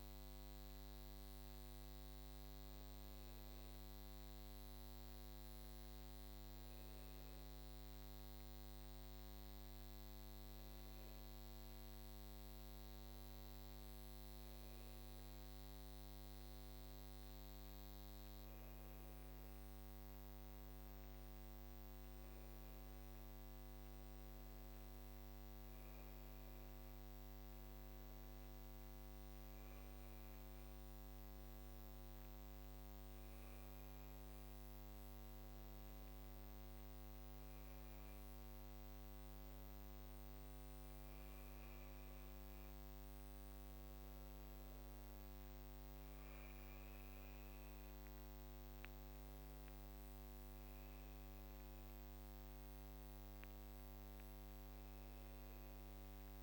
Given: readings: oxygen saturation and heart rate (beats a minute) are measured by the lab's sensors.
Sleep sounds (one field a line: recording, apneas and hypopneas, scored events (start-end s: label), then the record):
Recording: breathing in sleep, hard to hear, by a microphone on the trachea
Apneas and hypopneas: none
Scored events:
none scored
From the record:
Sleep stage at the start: N1 (lightest sleep)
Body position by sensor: on the back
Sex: female